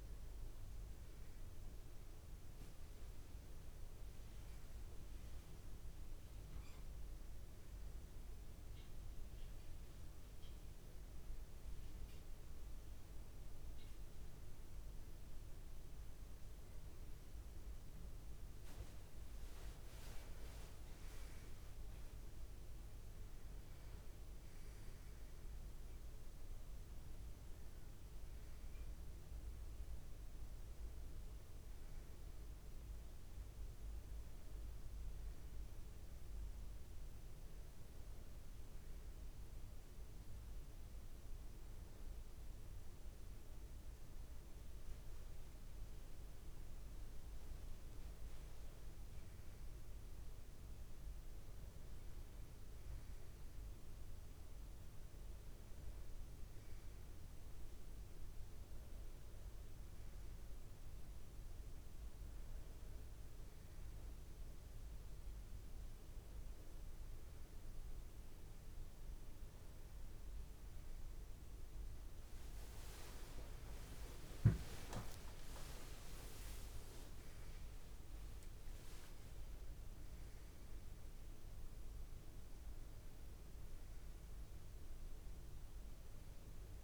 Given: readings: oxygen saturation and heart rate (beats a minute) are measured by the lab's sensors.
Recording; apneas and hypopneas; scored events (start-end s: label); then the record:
breathing in sleep, hard to hear, by a room microphone; none
58.50-86.84 s: new sleep stage, N1 (lightest sleep)
71.50-73.50 s: tachycardia (device-marked)
75.00-79.00 s: arousal
From the record:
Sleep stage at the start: N2 (light sleep); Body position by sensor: on the back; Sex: male